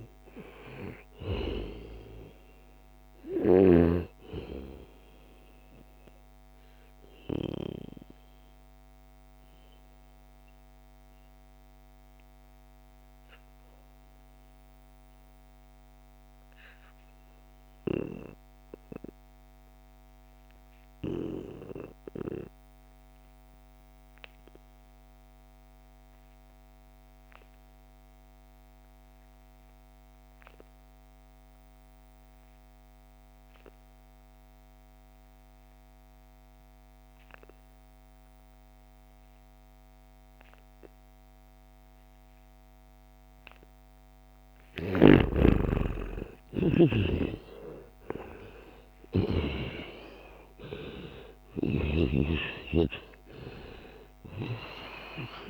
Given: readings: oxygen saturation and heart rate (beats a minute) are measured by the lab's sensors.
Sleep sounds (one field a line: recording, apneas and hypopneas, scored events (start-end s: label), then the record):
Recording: breathing in sleep by a microphone on the trachea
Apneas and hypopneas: 1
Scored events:
0.00-17.00 s: oxygen desaturation (device-marked, oxygen 88% lowest, heart rate 60 extreme)
5.00-42.50 s: mixed apnea (oxygen 98% before, 85% lowest, heart rate 72 before, 59 extreme, up 10 after)
33.00-55.49 s: oxygen desaturation (device-marked, oxygen 96% before, 85% lowest, heart rate 70 before, 59 extreme)
44.00-49.00 s: snoring (device-marked)
45.00-51.00 s: arousal
From the record:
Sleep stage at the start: N2 (light sleep)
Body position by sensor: on the back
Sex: male